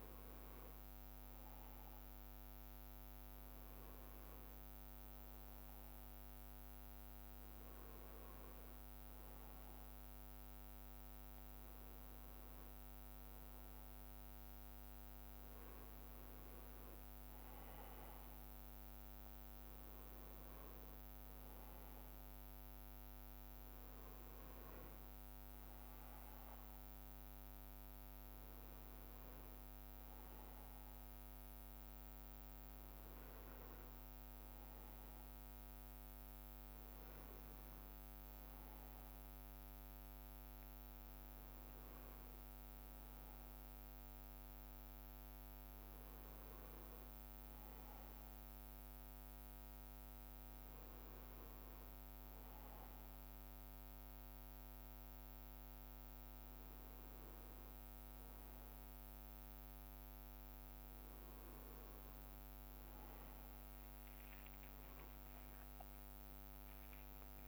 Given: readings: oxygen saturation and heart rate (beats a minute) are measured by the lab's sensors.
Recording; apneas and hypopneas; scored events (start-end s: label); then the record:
breathing in sleep, hard to hear, by a microphone on the trachea; none
62.50-67.48 s: tachycardia (device-marked, heart rate 67 before, 155 extreme)
64.50-66.50 s: long interval between heartbeats (device-marked, heart rate 62 before, 88 extreme)
From the record:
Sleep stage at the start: N1 (lightest sleep); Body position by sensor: on the right side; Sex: male